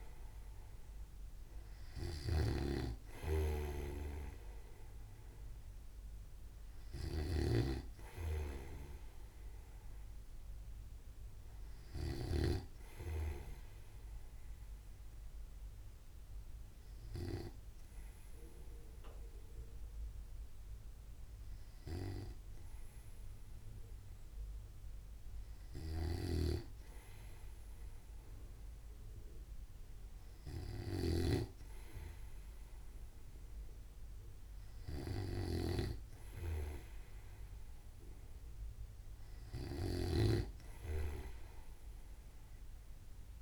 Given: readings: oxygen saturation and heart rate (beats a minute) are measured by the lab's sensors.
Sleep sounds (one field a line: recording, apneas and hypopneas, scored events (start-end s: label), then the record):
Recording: breathing in sleep by a room microphone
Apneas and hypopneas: none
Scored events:
0.00-13.00 s: snoring (device-marked)
26.50-43.42 s: snoring (device-marked)
From the record:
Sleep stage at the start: N2 (light sleep)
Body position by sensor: on the right side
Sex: male